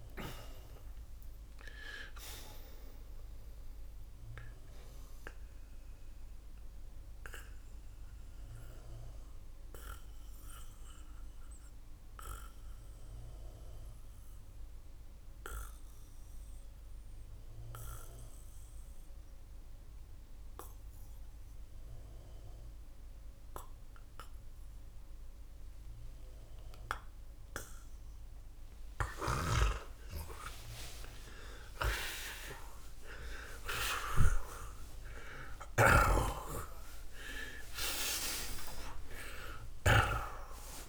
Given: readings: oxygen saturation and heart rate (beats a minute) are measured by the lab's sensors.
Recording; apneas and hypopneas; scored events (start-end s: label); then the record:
breathing in sleep by a room microphone; 1
0.00-31.00 s: oxygen desaturation (device-marked, oxygen 78% lowest, heart rate 69 extreme)
4.00-27.50 s: obstructive apnea (oxygen 92% before, 78% lowest, heart rate 127 before, 69 extreme)
30.00-35.00 s: arousal
From the record:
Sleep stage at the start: N2 (light sleep); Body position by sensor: on the back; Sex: male